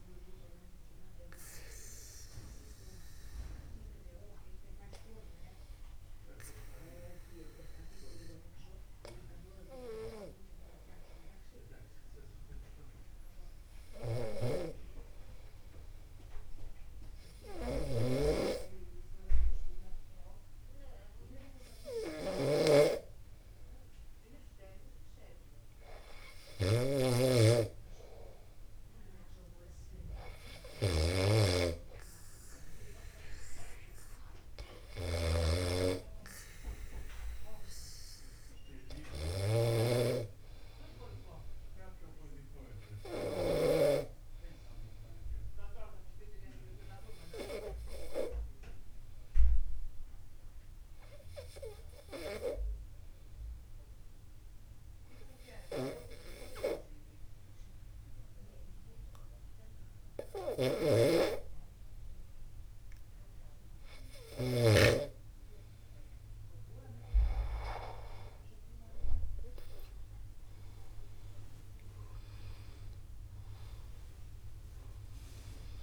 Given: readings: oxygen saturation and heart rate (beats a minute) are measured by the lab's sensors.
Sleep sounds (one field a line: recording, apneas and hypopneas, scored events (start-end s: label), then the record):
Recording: breathing in sleep by a room microphone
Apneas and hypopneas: 2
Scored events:
2.00-24.00 s: obstructive apnea (oxygen 97% before, 94% lowest, heart rate 51 before, 49 extreme, up 1 after)
14.50-44.00 s: snoring (device-marked)
27.00-31.00 s: arousal
40.50-63.50 s: obstructive apnea (oxygen 98% before, 94% lowest, heart rate 50 before, 51 extreme, up 0 after)
61.00-65.00 s: snoring (device-marked)
From the record:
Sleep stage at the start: N2 (light sleep)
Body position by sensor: upright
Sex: male